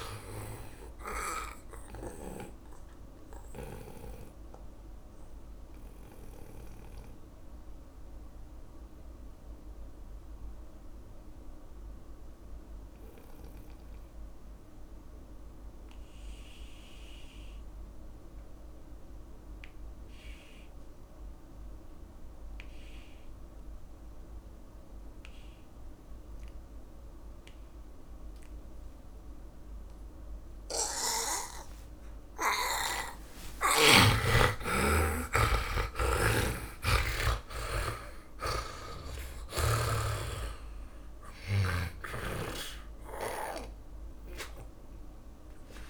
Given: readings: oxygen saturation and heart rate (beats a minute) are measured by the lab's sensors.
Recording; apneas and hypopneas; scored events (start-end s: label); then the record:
breathing in sleep by a room microphone; 1
0.00-3.00 s: snoring (device-marked)
0.00-21.50 s: oxygen desaturation (device-marked, oxygen 77% lowest)
3.00-32.50 s: mixed apnea (oxygen 100% before, 77% lowest)
33.50-38.00 s: arousal
34.50-45.90 s: oxygen desaturation (device-marked, oxygen 100% before, 78% lowest)
36.50-40.50 s: snoring (device-marked)
From the record:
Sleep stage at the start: N2 (light sleep); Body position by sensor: on the back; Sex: male